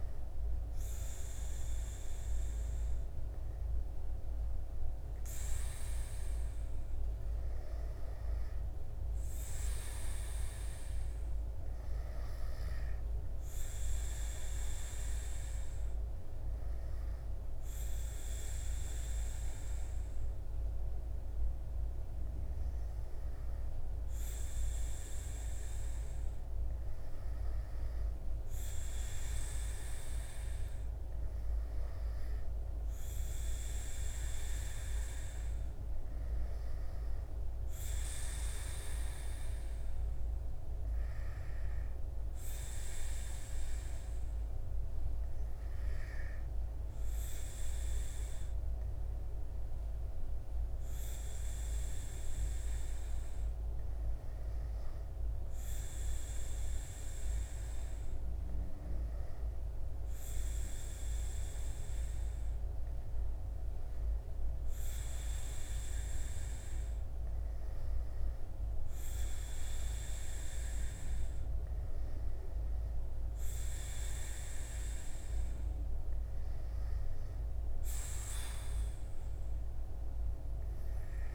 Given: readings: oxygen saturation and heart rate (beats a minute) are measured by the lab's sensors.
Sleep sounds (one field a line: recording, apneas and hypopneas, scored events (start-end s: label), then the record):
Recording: breathing in sleep, hard to hear, by a room microphone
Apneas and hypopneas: none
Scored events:
none scored
From the record:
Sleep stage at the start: N2 (light sleep)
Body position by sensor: on the back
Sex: male